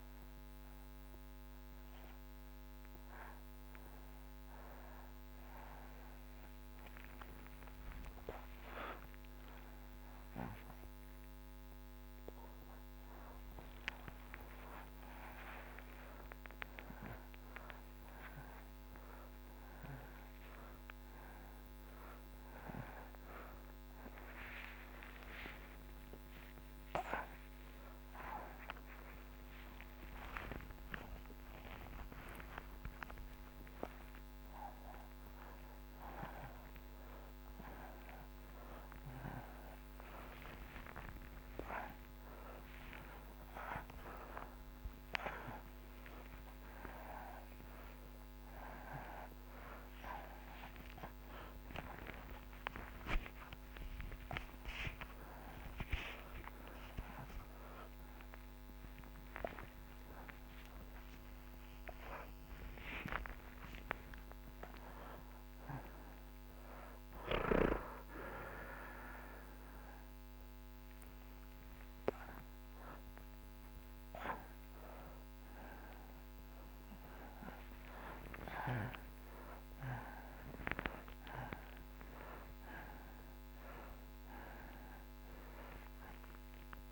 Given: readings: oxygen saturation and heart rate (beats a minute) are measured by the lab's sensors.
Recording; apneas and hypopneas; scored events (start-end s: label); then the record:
a person awake in a sleep study, by a microphone on the trachea; none
32.50-44.50 s: oxygen desaturation (device-marked, oxygen 94% before, 89% lowest)
From the record:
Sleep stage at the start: awake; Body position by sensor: on the back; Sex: male